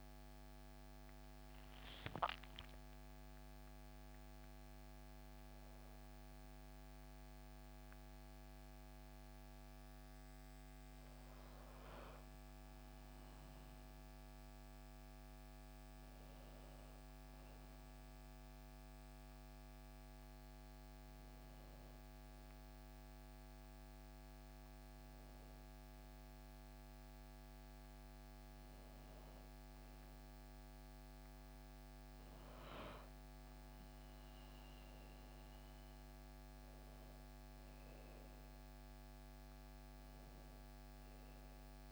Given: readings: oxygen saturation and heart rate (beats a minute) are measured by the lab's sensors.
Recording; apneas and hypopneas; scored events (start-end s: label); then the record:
a person awake in a sleep study, hard to hear, by a microphone on the trachea; none
none scored
From the record:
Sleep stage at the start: awake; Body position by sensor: on the back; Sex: female